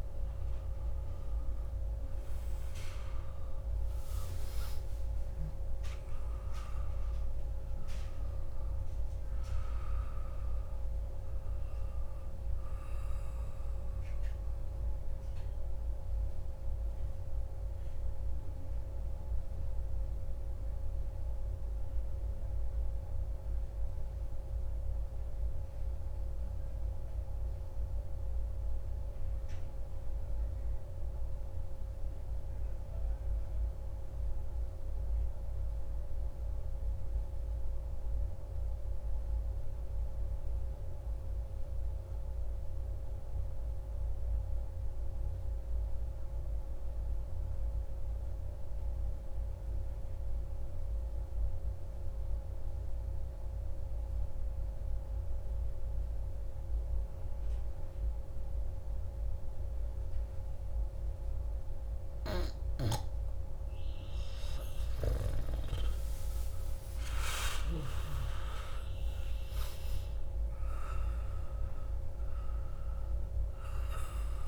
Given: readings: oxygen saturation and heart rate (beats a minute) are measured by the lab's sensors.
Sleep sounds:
breathing in sleep, hard to hear, by a room microphone; 1
0.00-16.50 s: oxygen desaturation (device-marked, oxygen 90% lowest)
13.00-62.50 s: mixed apnea (oxygen 96% before, 88% lowest)
48.50-74.48 s: oxygen desaturation (device-marked, oxygen 98% before, 88% lowest, heart rate 107 before, 49 extreme)
64.50-69.00 s: arousal
From the record:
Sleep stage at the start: N2 (light sleep); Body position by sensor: on the back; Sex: male

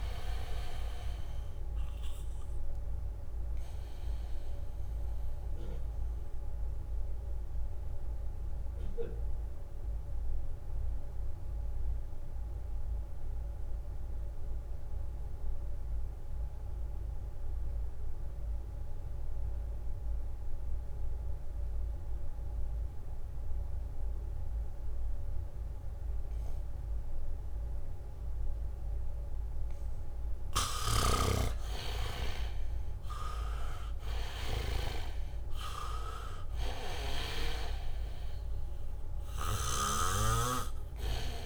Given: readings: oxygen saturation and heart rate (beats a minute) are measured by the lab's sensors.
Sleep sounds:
breathing in sleep by a room microphone; 1
0.00-4.00 s: leg movement (device-marked)
0.00-18.00 s: oxygen desaturation (device-marked, oxygen 76% lowest, heart rate 62 extreme)
3.00-27.00 s: obstructive apnea (oxygen 99% before, 76% lowest, heart rate 68 before, 63 extreme)
24.00-41.46 s: oxygen desaturation (device-marked, oxygen 98% before, 77% lowest, heart rate 71 before, 61 extreme)
30.50-37.50 s: leg movement (device-marked)
31.50-36.00 s: arousal
39.50-41.46 s: leg movement (device-marked)
From the record:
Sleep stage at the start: N2 (light sleep); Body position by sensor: on the back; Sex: male

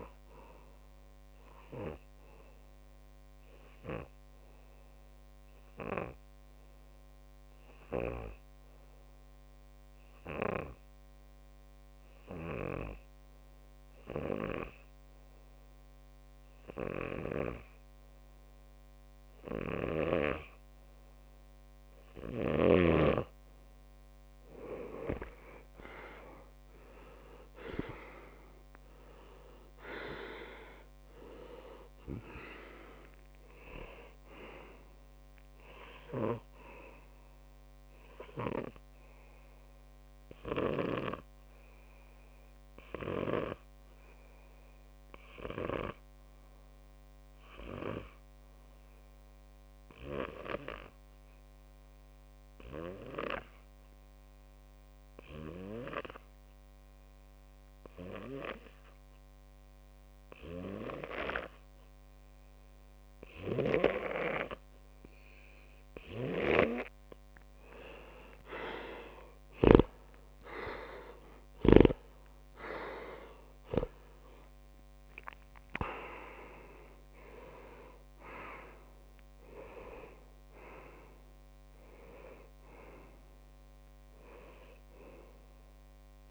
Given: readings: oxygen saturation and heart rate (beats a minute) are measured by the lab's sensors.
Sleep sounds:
breathing in sleep by a microphone on the trachea; 2
0.00-1.00 s: long interval between heartbeats (device-marked, heart rate 74 extreme)
1.50-23.00 s: obstructive apnea (oxygen 99% before, 92% lowest)
3.00-5.00 s: long interval between heartbeats (device-marked, heart rate 71 before, 50 extreme)
8.00-10.00 s: long interval between heartbeats (device-marked, heart rate 59 before, 33 extreme)
11.00-13.00 s: long interval between heartbeats (device-marked, heart rate 51 before, 37 extreme)
20.00-22.00 s: long interval between heartbeats (device-marked)
25.00-27.00 s: long interval between heartbeats (device-marked)
25.00-29.00 s: arousal
29.00-31.00 s: long interval between heartbeats (device-marked)
39.00-41.00 s: long interval between heartbeats (device-marked)
39.00-67.50 s: obstructive apnea (oxygen 99% before, 92% lowest)
41.50-54.50 s: tachycardia (device-marked, heart rate 35 before, 169 extreme)
45.00-47.00 s: long interval between heartbeats (device-marked, heart rate 38 before, 104 extreme)
48.50-50.50 s: long interval between heartbeats (device-marked, heart rate 58 before, 153 extreme)
49.50-58.50 s: oxygen desaturation (device-marked, oxygen 96% before, 92% lowest, heart rate 64 before, 52 extreme)
55.00-57.00 s: long interval between heartbeats (device-marked, heart rate 88 before, 118 extreme)
58.00-60.00 s: long interval between heartbeats (device-marked, heart rate 102 before, 85 extreme)
65.50-67.50 s: long interval between heartbeats (device-marked, heart rate 109 before, 54 extreme)
68.50-70.50 s: long interval between heartbeats (device-marked, heart rate 97 before, 67 extreme)
69.50-74.00 s: arousal
69.50-84.50 s: oxygen desaturation (device-marked, oxygen 98% before, 94% lowest, heart rate 92 before, 36 extreme)
70.50-82.50 s: tachycardia (device-marked, heart rate 41 before, 150 extreme)
71.50-73.50 s: long interval between heartbeats (device-marked, heart rate 86 before, 85 extreme)
74.50-76.50 s: long interval between heartbeats (device-marked, heart rate 81 before, 117 extreme)
79.00-81.00 s: long interval between heartbeats (device-marked, heart rate 85 before, 148 extreme)
82.50-84.50 s: long interval between heartbeats (device-marked, heart rate 98 before, 130 extreme)
From the record:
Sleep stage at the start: N2 (light sleep); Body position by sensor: on the back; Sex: male

